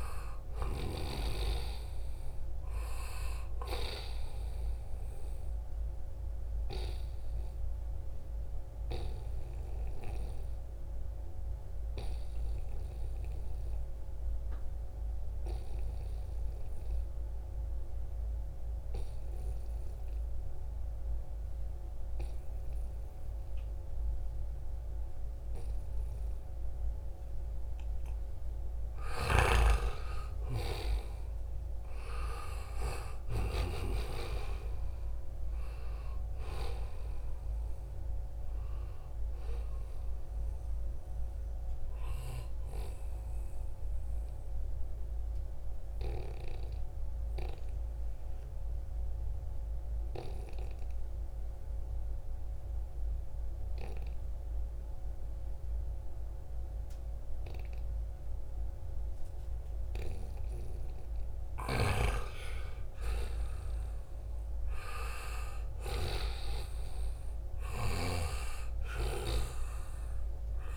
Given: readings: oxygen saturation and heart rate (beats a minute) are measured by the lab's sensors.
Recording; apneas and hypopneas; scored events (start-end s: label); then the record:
breathing in sleep by a room microphone; 2
0.00-1.00 s: snoring (device-marked)
0.50-14.50 s: oxygen desaturation (device-marked, oxygen 96% before, 91% lowest, heart rate 73 before, 71 extreme)
5.50-28.50 s: obstructive apnea (oxygen 96% before, 89% lowest, heart rate 74 before, 71 extreme, up 8 after)
29.50-34.00 s: arousal
31.50-56.50 s: oxygen desaturation (device-marked, oxygen 96% before, 89% lowest, heart rate 74 before, 72 extreme)
44.00-60.50 s: obstructive apnea (oxygen 96% before, 87% lowest, heart rate 77 before, 72 extreme, up 3 after)
62.00-66.00 s: arousal
From the record:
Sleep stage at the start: N2 (light sleep); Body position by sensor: on the right side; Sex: male